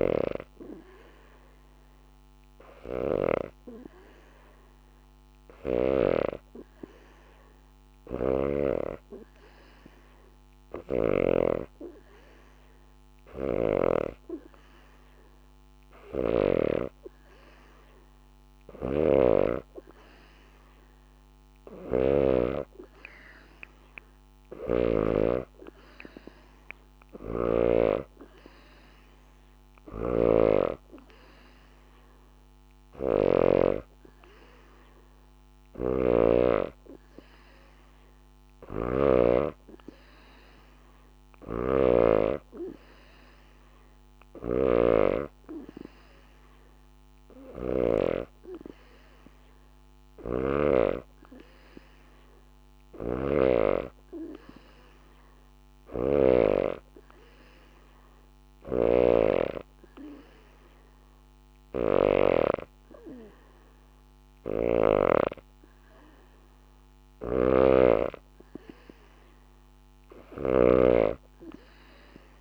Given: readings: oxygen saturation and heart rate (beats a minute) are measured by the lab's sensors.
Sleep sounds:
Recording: breathing in sleep by a microphone on the trachea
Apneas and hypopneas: none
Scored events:
0.00-5.50 s: snoring (device-marked)
0.00-11.00 s: oxygen desaturation (device-marked, oxygen 88% lowest, heart rate 73 extreme)
7.50-11.00 s: snoring (device-marked)
13.00-16.50 s: snoring (device-marked)
18.50-22.00 s: snoring (device-marked)
24.00-27.50 s: snoring (device-marked)
28.00-44.00 s: oxygen desaturation (device-marked, oxygen 95% before, 91% lowest, heart rate 76 before, 74 extreme)
29.50-36.00 s: snoring (device-marked)
38.00-47.50 s: snoring (device-marked)
49.50-56.00 s: snoring (device-marked)
58.00-62.00 s: snoring (device-marked)
66.50-70.50 s: snoring (device-marked)
From the record:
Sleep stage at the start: N2 (light sleep)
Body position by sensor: on the back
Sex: female

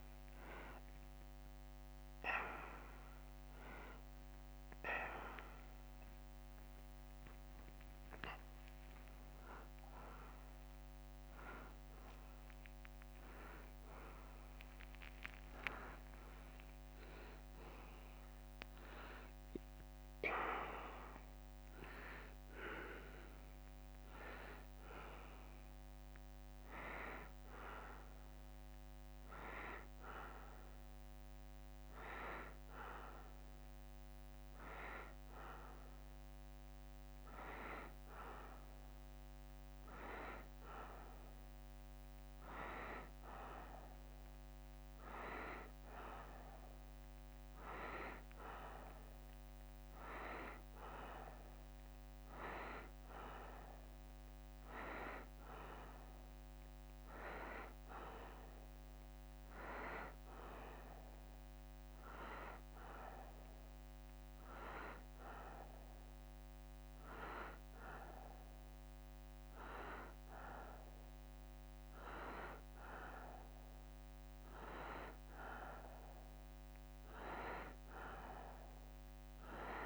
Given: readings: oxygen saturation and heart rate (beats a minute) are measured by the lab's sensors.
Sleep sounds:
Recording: a person partly awake in a sleep study, by a microphone on the trachea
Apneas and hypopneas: none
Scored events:
6.50-17.50 s: drop in pulse transit time (device-marked, heart rate 93 before, 84 extreme)
16.00-18.00 s: long interval between heartbeats (device-marked, heart rate 89 before, 94 extreme)
16.50-76.50 s: new sleep stage, N1 (lightest sleep)
76.50-79.86 s: new sleep stage, N2 (light sleep)
From the record:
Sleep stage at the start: awake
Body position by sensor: on the right side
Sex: male

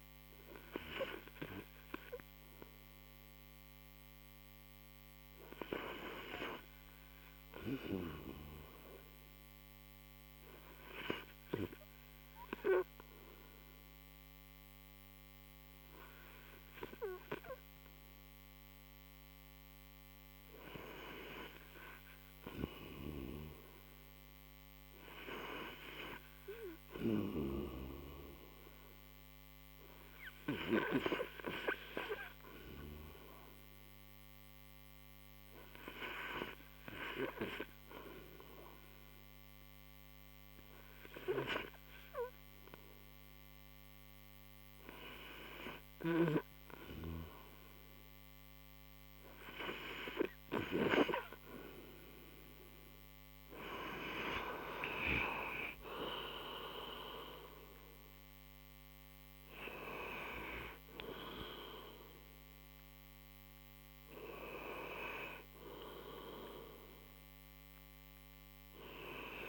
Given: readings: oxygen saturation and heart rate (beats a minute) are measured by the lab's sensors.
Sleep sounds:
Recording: breathing in sleep by a microphone on the trachea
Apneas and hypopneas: 1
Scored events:
0.00-2.00 s: arousal
2.00-15.00 s: oxygen desaturation (device-marked, oxygen 91% before, 85% lowest)
10.50-21.50 s: obstructive apnea (oxygen 91% before, 84% lowest)
24.50-27.50 s: arousal
34.00-46.00 s: oxygen desaturation (device-marked, oxygen 92% before, 84% lowest)
49.00-69.49 s: new sleep stage, N2 (light sleep)
52.50-57.00 s: arousal
66.00-69.49 s: oxygen desaturation (device-marked, oxygen 90% before, 87% lowest)
From the record:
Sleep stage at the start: REM sleep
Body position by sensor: on the right side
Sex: male

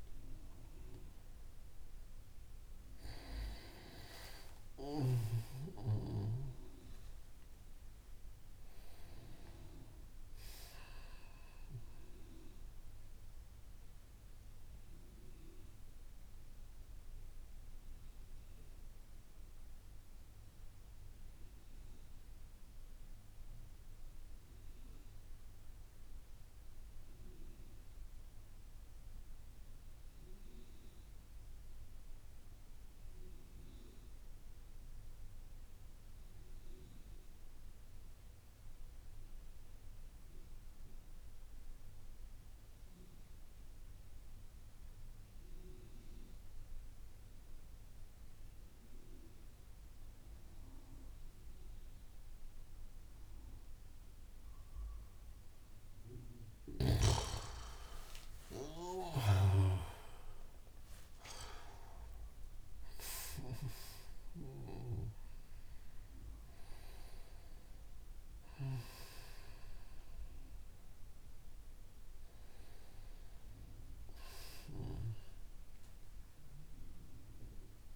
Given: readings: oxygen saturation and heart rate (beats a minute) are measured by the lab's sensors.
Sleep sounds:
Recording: breathing in sleep by a room microphone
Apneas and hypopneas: 1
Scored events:
0.00-20.50 s: oxygen desaturation (device-marked, oxygen 87% lowest)
12.00-56.00 s: mixed apnea (oxygen 93% before, 87% lowest)
45.50-77.96 s: oxygen desaturation (device-marked, oxygen 98% before, 90% lowest)
57.00-62.00 s: arousal
From the record:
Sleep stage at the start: N2 (light sleep)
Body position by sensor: on the back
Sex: male

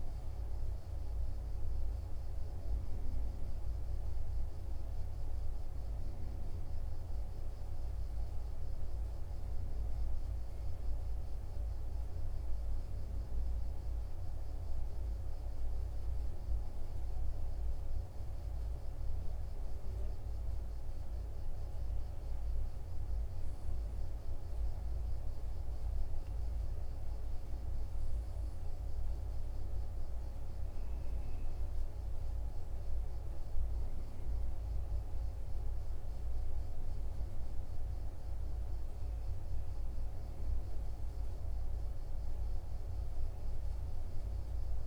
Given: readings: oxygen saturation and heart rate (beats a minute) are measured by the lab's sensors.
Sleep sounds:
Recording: breathing in sleep, hard to hear, by a room microphone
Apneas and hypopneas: none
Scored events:
none scored
From the record:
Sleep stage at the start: N1 (lightest sleep)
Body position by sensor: on the right side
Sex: male

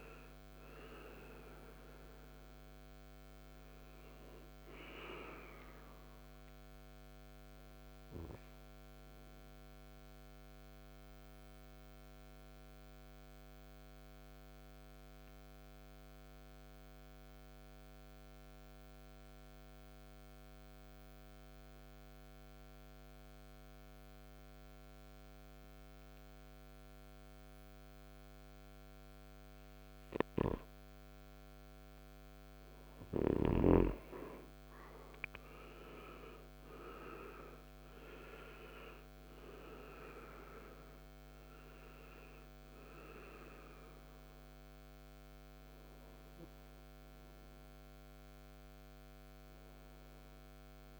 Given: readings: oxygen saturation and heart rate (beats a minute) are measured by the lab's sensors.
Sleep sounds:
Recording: breathing in sleep by a microphone on the trachea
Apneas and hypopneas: 1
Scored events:
0.00-18.00 s: oxygen desaturation (device-marked, oxygen 91% lowest, heart rate 54 extreme)
12.00-29.50 s: obstructive apnea (oxygen 96% before, 91% lowest, heart rate 66 before, 52 extreme, up 15 after)
31.00-34.00 s: arousal
35.00-51.00 s: oxygen desaturation (device-marked, oxygen 98% before, 91% lowest, heart rate 57 before, 52 extreme)
From the record:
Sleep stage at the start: N2 (light sleep)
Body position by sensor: on the right side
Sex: male

